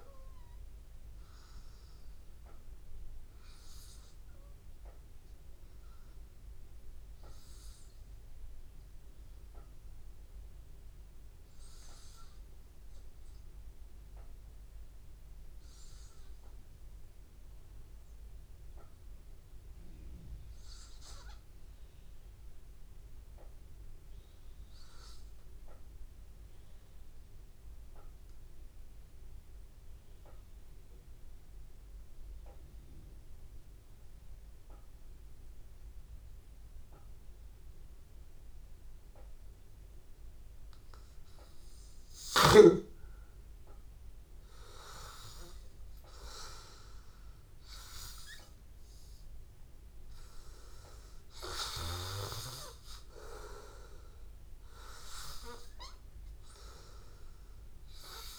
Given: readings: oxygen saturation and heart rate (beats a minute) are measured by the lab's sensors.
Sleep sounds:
breathing in sleep by a room microphone; 1
0.00-11.00 s: oxygen desaturation (device-marked, oxygen 92% lowest, heart rate 78 extreme)
1.50-38.50 s: hypopnea (oxygen 96% before, 92% lowest, heart rate 83 before, 78 extreme, up 2 after)
9.00-11.00 s: long interval between heartbeats (device-marked, heart rate 83 before, 83 extreme)
31.00-58.39 s: oxygen desaturation (device-marked, oxygen 98% before, 93% lowest, heart rate 81 before, 80 extreme)
41.00-44.50 s: arousal
From the record:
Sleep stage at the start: N2 (light sleep); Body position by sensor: on the back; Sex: male

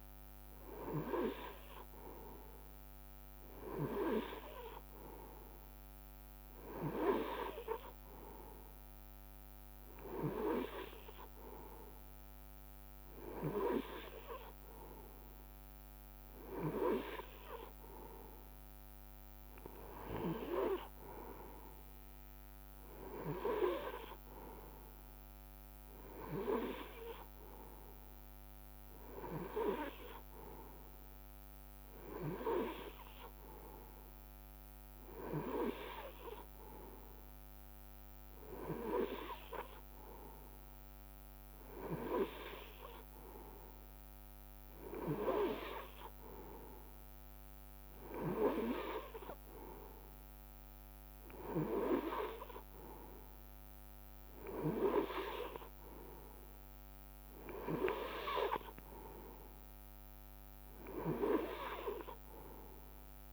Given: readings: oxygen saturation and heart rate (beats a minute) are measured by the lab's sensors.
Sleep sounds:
breathing in sleep by a microphone on the trachea; none
55.00-57.00 s: long interval between heartbeats (device-marked, heart rate 61 before, 69 extreme)
From the record:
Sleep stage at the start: N3 (deep sleep); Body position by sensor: on the right side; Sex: male

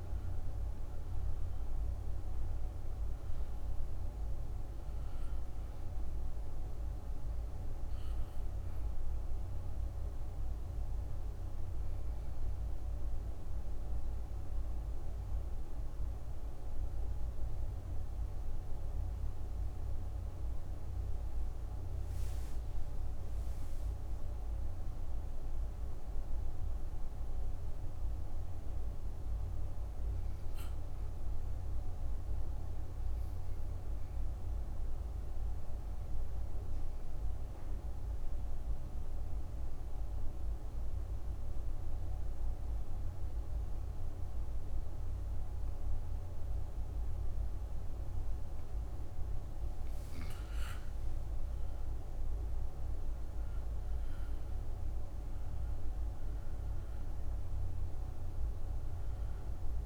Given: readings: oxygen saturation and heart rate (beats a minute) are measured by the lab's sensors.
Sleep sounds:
breathing in sleep, hard to hear, by a room microphone; 2
0.00-25.50 s: oxygen desaturation (device-marked, oxygen 85% lowest)
9.00-21.00 s: obstructive apnea (oxygen 98% before, 85% lowest)
22.00-26.00 s: arousal
33.50-48.50 s: obstructive apnea (oxygen 99% before, 88% lowest)
51.00-55.50 s: arousal
53.50-59.86 s: oxygen desaturation (device-marked, oxygen 96% before, 88% lowest)
From the record:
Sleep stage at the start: N2 (light sleep); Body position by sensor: on the back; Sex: female

